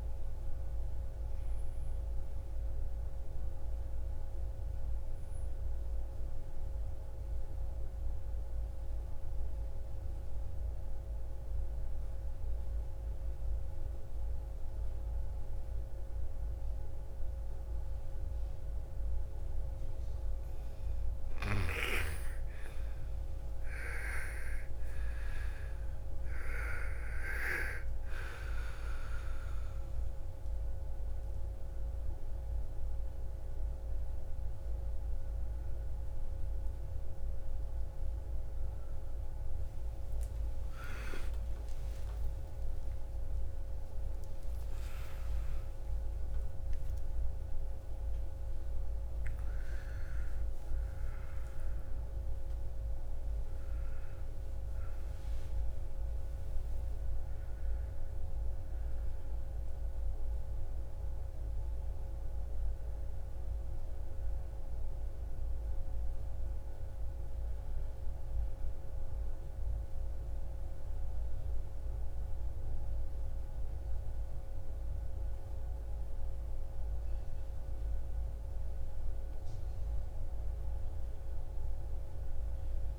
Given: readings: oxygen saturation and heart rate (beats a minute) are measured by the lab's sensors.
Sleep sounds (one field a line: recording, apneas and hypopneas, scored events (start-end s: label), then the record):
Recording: a person awake in a sleep study, by a room microphone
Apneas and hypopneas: 1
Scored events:
3.50-20.50 s: obstructive apnea (oxygen 98% before, 87% lowest, heart rate 62 before, 55 extreme, up 38 after)
19.50-46.50 s: oxygen desaturation (device-marked, oxygen 98% before, 87% lowest, heart rate 59 before, 59 extreme)
23.50-82.99 s: new sleep stage, awake
From the record:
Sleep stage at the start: N2 (light sleep)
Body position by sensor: on the right side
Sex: female